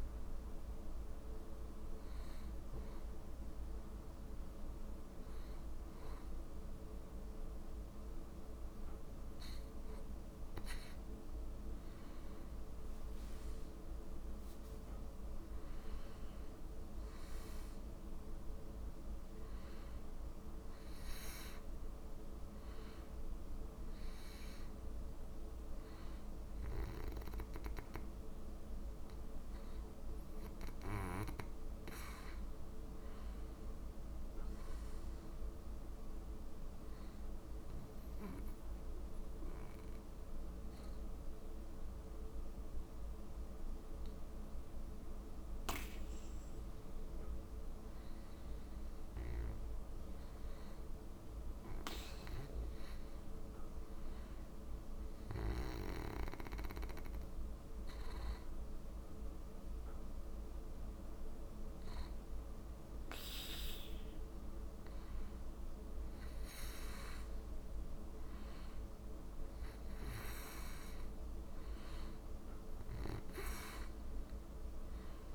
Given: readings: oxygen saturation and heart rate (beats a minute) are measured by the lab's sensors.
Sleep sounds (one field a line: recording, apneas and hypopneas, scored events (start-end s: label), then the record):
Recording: breathing in sleep by a room microphone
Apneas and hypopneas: 3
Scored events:
1.00-11.50 s: hypopnea (oxygen 99% before, 96% lowest)
14.50-19.00 s: arousal
30.50-34.00 s: arousal
37.50-47.50 s: obstructive apnea (oxygen 97% before, 95% lowest)
49.50-52.50 s: arousal
55.50-66.50 s: hypopnea (oxygen 97% before, 95% lowest)
68.00-71.00 s: arousal
From the record:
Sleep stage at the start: N2 (light sleep)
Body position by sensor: on the back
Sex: male